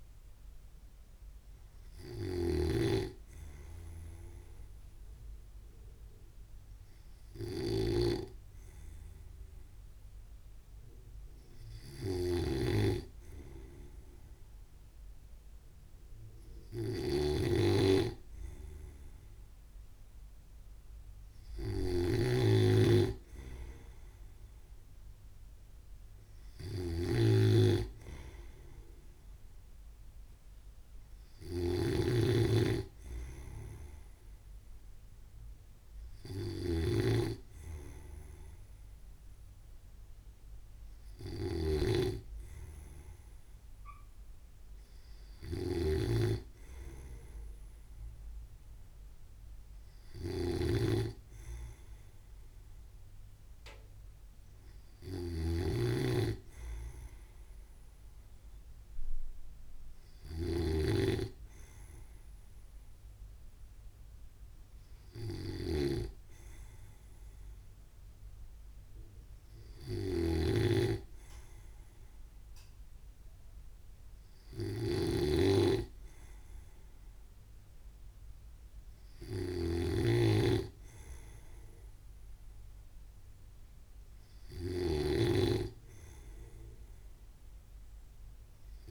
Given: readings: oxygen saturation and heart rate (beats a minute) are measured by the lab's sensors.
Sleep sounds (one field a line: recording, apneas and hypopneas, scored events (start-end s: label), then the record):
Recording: breathing in sleep by a room microphone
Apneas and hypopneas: none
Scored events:
0.00-88.91 s: snoring (device-marked)
From the record:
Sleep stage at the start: N2 (light sleep)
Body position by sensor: on the right side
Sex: male